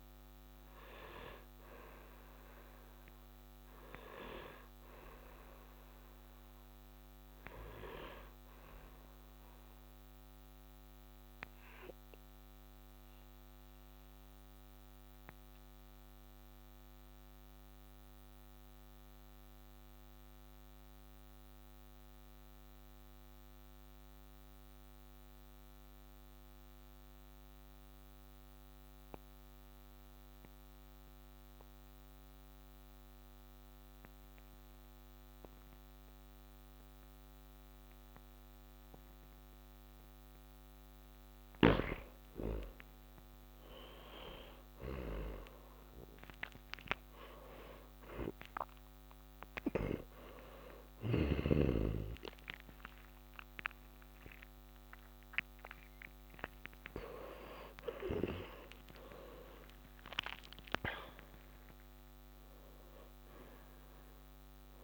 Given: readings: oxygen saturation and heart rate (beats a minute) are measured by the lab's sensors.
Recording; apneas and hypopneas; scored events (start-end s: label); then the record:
breathing in sleep by a microphone on the trachea; 1
0.00-11.00 s: oxygen desaturation (device-marked, oxygen 91% lowest, heart rate 45 extreme)
9.00-41.50 s: mixed apnea (oxygen 97% before, 91% lowest, heart rate 62 before, 53 extreme, up 15 after)
42.50-47.00 s: arousal
47.00-64.84 s: oxygen desaturation (device-marked, oxygen 97% before, 91% lowest, heart rate 61 before, 53 extreme)
From the record:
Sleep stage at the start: N2 (light sleep); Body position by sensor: on the back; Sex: male